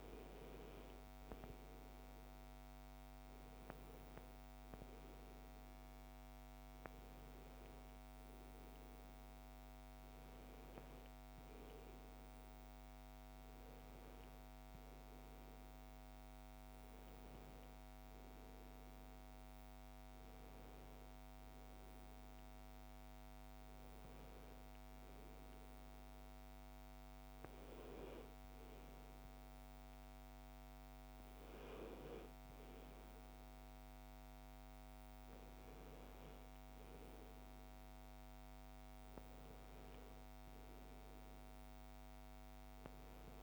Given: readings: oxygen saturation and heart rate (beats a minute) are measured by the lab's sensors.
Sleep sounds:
breathing in sleep, hard to hear, by a microphone on the trachea; none
none scored
From the record:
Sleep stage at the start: N1 (lightest sleep); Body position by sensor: on the back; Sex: female

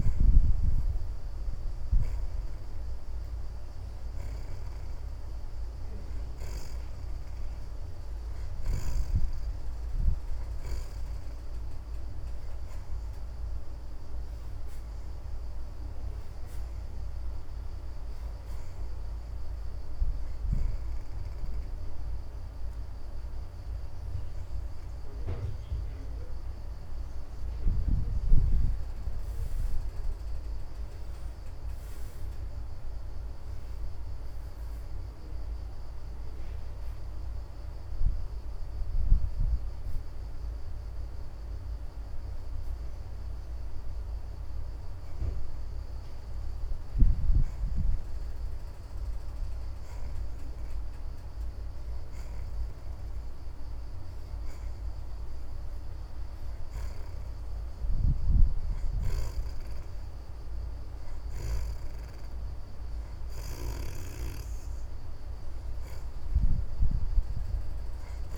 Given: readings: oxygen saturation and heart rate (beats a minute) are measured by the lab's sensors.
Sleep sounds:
breathing in sleep, hard to hear, by a room microphone; 1
0.00-41.00 s: oxygen desaturation (device-marked, oxygen 68% lowest)
9.00-68.38 s: new sleep stage, N2 (light sleep)
17.00-28.00 s: hypopnea (oxygen 86% before, 68% lowest)
31.00-34.50 s: arousal
47.00-57.00 s: oxygen desaturation (device-marked, oxygen 74% before, 69% lowest)
66.00-68.38 s: oxygen desaturation (device-marked, oxygen 85% before, 70% lowest)
From the record:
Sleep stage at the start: N1 (lightest sleep); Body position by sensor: on the back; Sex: female

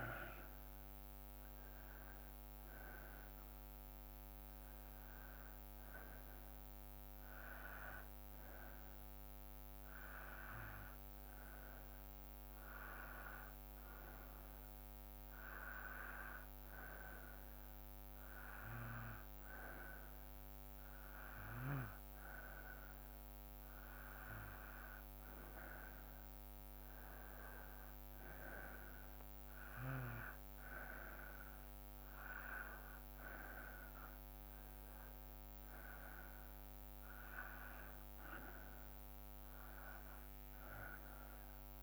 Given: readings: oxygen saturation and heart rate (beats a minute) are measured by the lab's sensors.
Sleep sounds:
breathing in sleep by a microphone on the trachea; none
none scored
From the record:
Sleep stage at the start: N2 (light sleep); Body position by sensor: on the back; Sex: male

